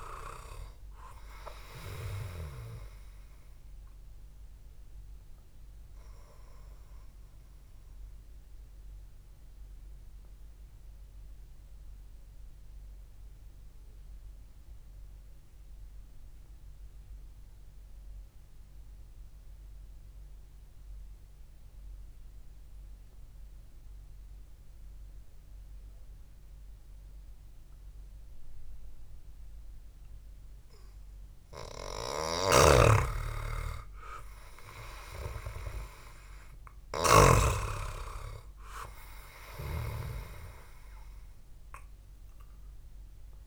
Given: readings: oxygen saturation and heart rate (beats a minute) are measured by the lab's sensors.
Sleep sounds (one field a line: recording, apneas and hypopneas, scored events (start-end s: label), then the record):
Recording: breathing in sleep by a room microphone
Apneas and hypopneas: 1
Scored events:
0.00-1.00 s: arousal
0.00-11.00 s: oxygen desaturation (device-marked, oxygen 93% lowest, heart rate 58 extreme)
5.50-32.50 s: obstructive apnea (oxygen 98% before, 92% lowest, heart rate 62 before, 56 extreme, up 2 after)
32.50-38.00 s: snoring (device-marked)
33.50-36.50 s: arousal
38.00-43.46 s: oxygen desaturation (device-marked, oxygen 98% before, 93% lowest, heart rate 62 before, 60 extreme)
From the record:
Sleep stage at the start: N2 (light sleep)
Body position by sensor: on the back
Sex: male